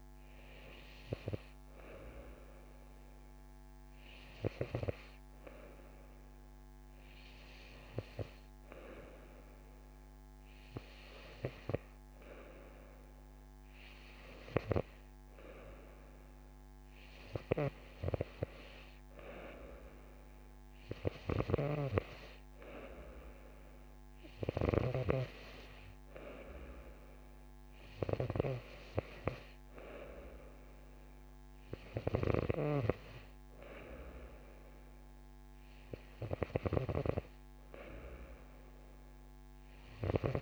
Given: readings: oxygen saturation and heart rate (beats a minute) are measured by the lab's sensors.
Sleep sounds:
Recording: breathing in sleep by a microphone on the trachea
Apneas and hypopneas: none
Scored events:
none scored
From the record:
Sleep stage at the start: N2 (light sleep)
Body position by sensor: on the right side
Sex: female

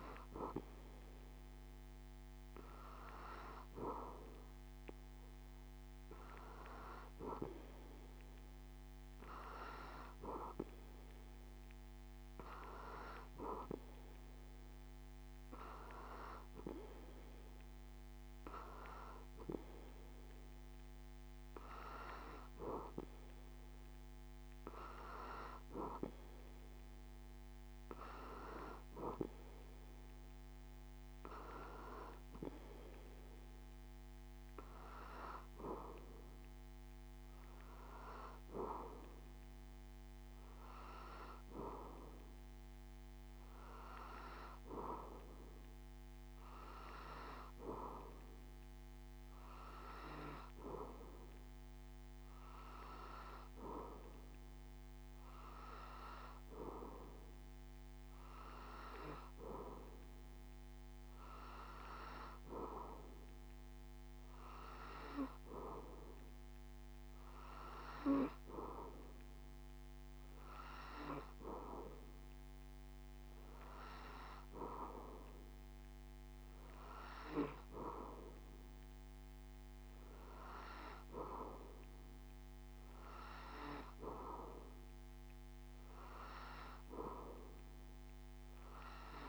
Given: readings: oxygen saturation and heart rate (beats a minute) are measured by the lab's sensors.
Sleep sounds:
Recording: breathing in sleep by a microphone on the trachea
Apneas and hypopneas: none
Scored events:
none scored
From the record:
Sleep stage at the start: N3 (deep sleep)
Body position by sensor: on the back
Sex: male

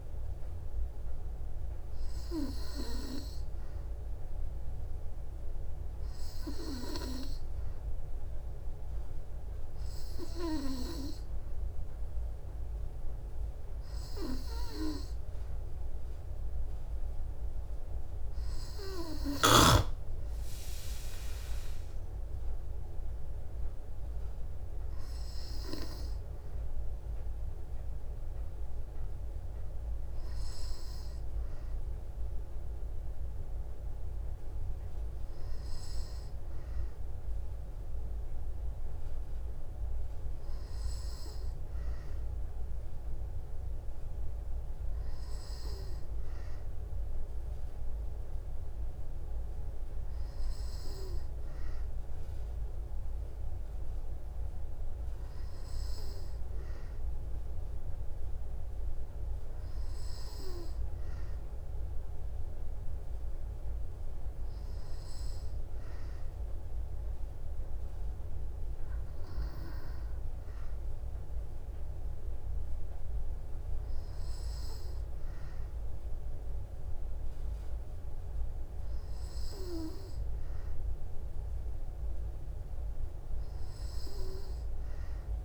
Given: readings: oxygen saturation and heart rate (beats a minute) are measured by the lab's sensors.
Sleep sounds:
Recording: breathing in sleep by a room microphone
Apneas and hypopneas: none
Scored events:
none scored
From the record:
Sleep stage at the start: N2 (light sleep)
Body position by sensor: on the back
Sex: female

